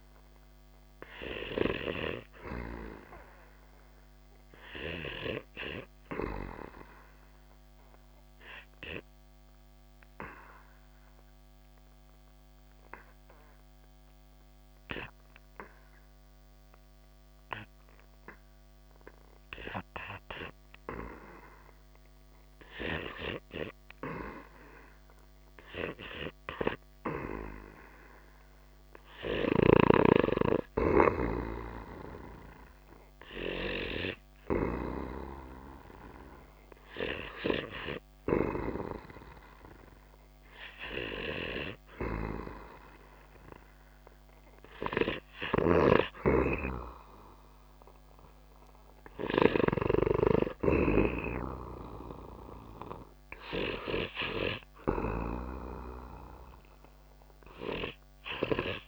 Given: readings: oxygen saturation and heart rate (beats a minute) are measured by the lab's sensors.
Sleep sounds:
breathing in sleep by a microphone on the trachea; 1
0.00-28.50 s: oxygen desaturation (device-marked, oxygen 87% lowest)
8.00-23.00 s: obstructive apnea (oxygen 97% before, 87% lowest)
28.50-34.00 s: snoring (device-marked)
36.00-39.50 s: arousal
44.50-54.50 s: snoring (device-marked)
46.50-58.88 s: oxygen desaturation (device-marked, oxygen 92% before, 87% lowest)
From the record:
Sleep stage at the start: REM sleep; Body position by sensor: on the back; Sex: male

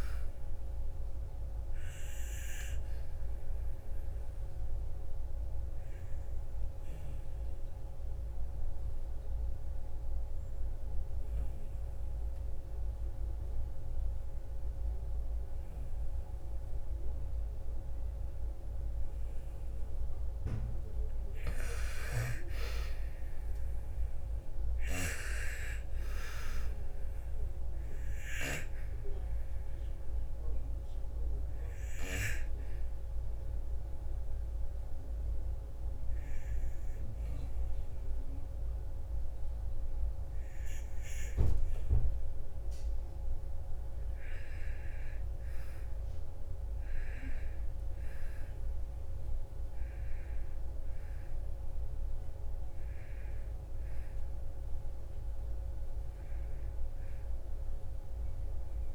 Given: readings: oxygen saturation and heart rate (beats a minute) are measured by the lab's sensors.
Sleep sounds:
breathing in sleep by a room microphone; 2
2.00-13.00 s: oxygen desaturation (device-marked, oxygen 99% before, 88% lowest, heart rate 58 before, 55 extreme)
3.00-19.00 s: obstructive apnea (oxygen 99% before, 88% lowest, heart rate 58 before, 52 extreme, up 5 after)
20.50-24.50 s: arousal
26.00-41.00 s: oxygen desaturation (device-marked, oxygen 98% before, 88% lowest, heart rate 57 before, 51 extreme)
31.00-43.50 s: obstructive apnea (oxygen 98% before, 85% lowest, heart rate 58 before, 51 extreme, up 10 after)
45.50-49.00 s: arousal
53.00-58.95 s: oxygen desaturation (device-marked, oxygen 98% before, 93% lowest, heart rate 55 before, 53 extreme)
From the record:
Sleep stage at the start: N2 (light sleep); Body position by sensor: on the back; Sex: female

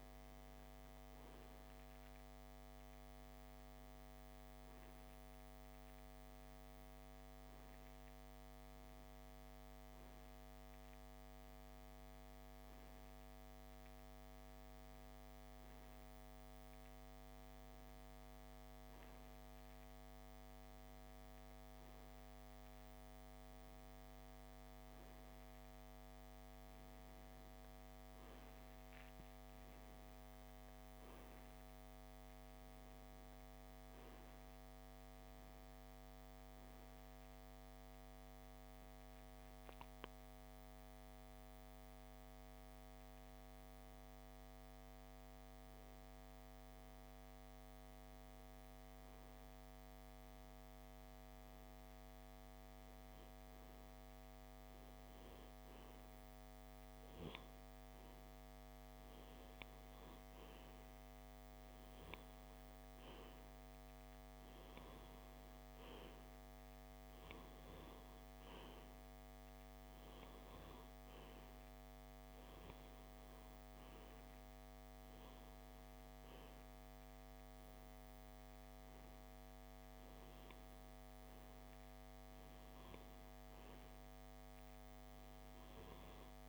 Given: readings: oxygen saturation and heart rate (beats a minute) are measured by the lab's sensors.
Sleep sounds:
breathing in sleep, hard to hear, by a microphone on the trachea; 1
30.00-86.49 s: new sleep stage, REM sleep
35.50-48.00 s: hypopnea (oxygen 95% before, 93% lowest)
50.50-55.00 s: arousal
From the record:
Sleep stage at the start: N2 (light sleep); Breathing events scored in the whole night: 339 in 6.8 hours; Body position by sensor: on the left side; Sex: male

